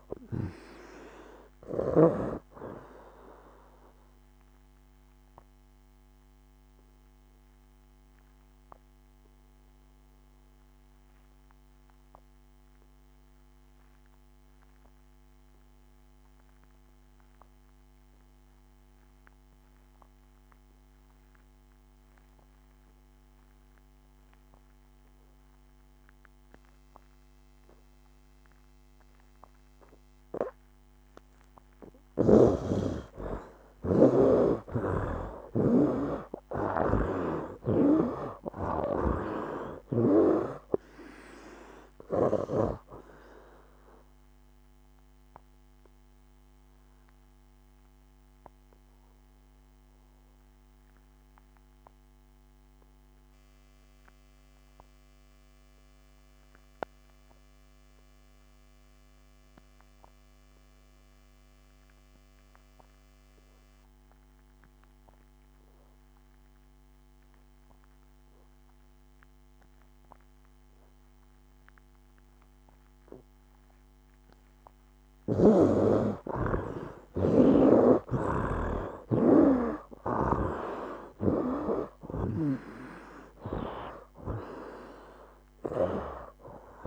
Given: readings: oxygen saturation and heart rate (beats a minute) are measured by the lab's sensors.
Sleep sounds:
breathing in sleep by a microphone on the trachea; 2
0.00-2.00 s: snoring (device-marked)
0.00-25.00 s: oxygen desaturation (device-marked, oxygen 53% lowest, heart rate 66 extreme)
5.00-31.00 s: obstructive apnea (oxygen 73% before, 53% lowest, heart rate 81 before, 66 extreme, up 17 after)
32.00-61.00 s: oxygen desaturation (device-marked, oxygen 93% before, 59% lowest, heart rate 68 before, 67 extreme)
33.00-37.50 s: arousal
36.50-40.00 s: snoring (device-marked)
42.00-74.50 s: obstructive apnea (oxygen 93% before, 59% lowest, heart rate 76 before, 67 extreme, up 19 after)
63.00-86.87 s: oxygen desaturation (device-marked, oxygen 97% before, 61% lowest, heart rate 74 before, 65 extreme)
76.50-80.50 s: arousal
From the record:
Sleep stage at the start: N2 (light sleep); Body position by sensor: on the right side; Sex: male

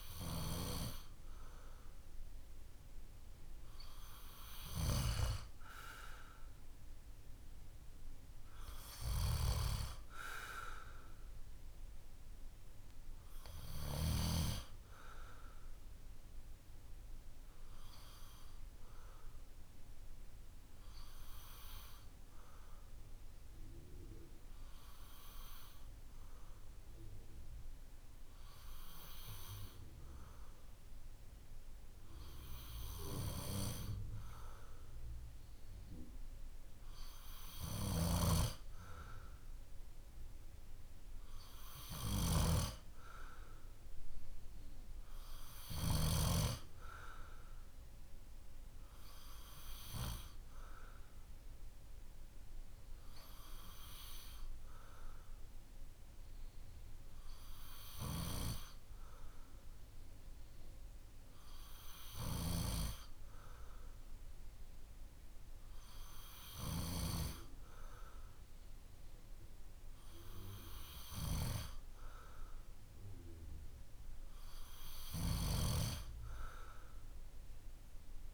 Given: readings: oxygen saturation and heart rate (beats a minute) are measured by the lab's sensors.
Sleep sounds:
breathing in sleep by a room microphone; none
42.00-46.00 s: snoring (device-marked)
From the record:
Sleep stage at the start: N2 (light sleep); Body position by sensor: on the back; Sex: male

